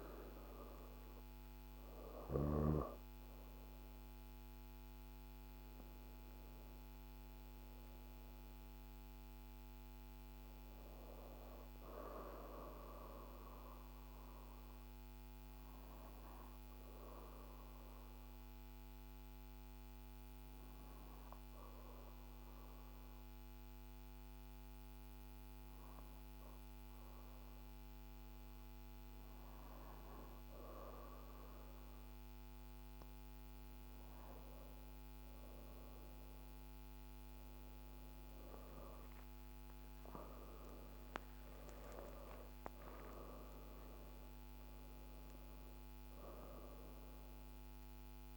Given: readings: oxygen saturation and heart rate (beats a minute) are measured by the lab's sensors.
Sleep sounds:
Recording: breathing in sleep by a microphone on the trachea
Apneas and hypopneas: 1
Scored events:
0.00-19.50 s: oxygen desaturation (device-marked, oxygen 88% lowest, heart rate 49 extreme)
15.50-32.00 s: obstructive apnea (oxygen 96% before, 86% lowest, heart rate 54 before, 48 extreme, up 15 after)
33.50-48.37 s: oxygen desaturation (device-marked, oxygen 98% before, 90% lowest, heart rate 52 before, 48 extreme)
35.00-39.50 s: arousal
From the record:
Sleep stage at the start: N2 (light sleep)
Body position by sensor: on the back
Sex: female

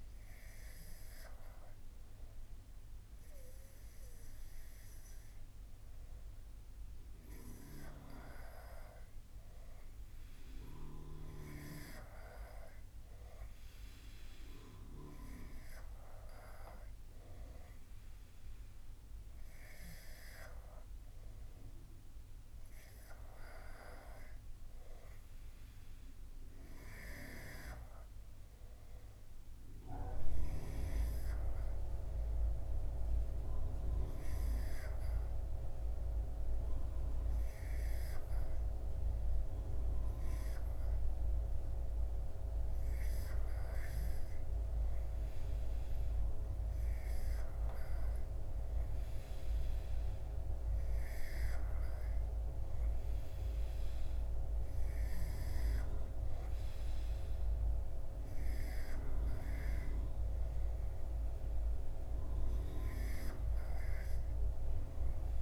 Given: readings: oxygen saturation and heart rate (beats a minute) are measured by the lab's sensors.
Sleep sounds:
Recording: breathing in sleep by a room microphone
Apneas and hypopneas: none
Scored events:
none scored
From the record:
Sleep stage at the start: N2 (light sleep)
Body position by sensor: on the back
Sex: male

